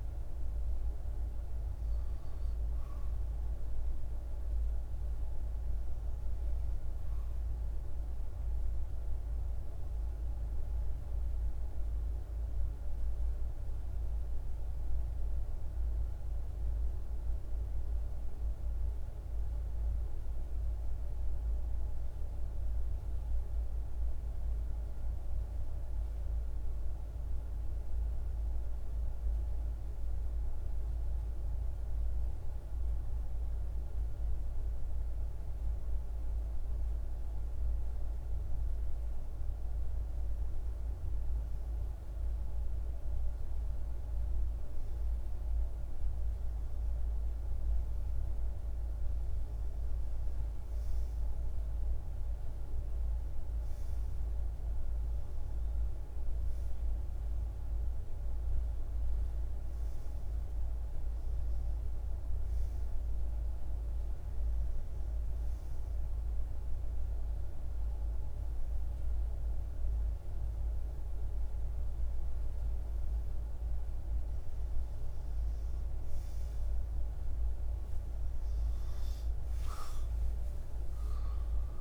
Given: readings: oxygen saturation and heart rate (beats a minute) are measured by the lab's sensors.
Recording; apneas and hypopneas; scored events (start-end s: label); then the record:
breathing in sleep, hard to hear, by a room microphone; 1
22.00-39.00 s: hypopnea (oxygen 100% before, 94% lowest)
40.00-68.00 s: oxygen desaturation (device-marked, oxygen 100% before, 94% lowest)
77.50-81.50 s: arousal
From the record:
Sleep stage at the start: REM sleep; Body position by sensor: on the back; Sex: male